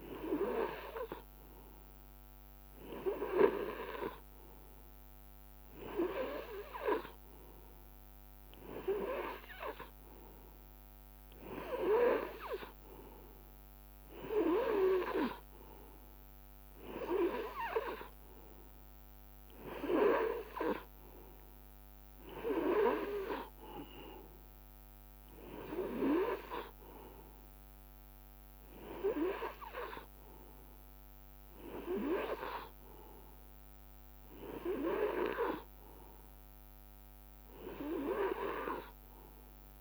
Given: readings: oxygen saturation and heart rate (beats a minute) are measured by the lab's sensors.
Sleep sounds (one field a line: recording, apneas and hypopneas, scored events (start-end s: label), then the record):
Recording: breathing in sleep by a microphone on the trachea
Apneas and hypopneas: none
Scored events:
none scored
From the record:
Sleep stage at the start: N2 (light sleep)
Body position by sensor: on the right side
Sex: male